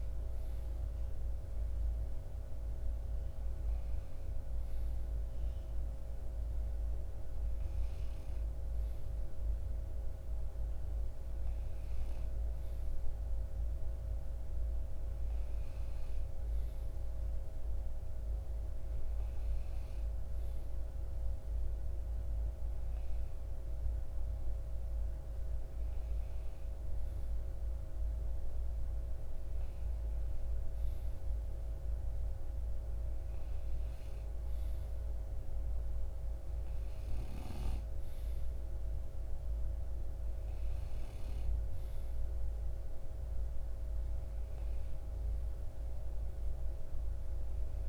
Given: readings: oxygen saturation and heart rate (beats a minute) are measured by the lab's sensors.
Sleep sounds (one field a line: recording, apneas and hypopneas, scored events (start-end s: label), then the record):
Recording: breathing in sleep, hard to hear, by a room microphone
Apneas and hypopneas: none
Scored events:
none scored
From the record:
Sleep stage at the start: N2 (light sleep)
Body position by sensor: on the right side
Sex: male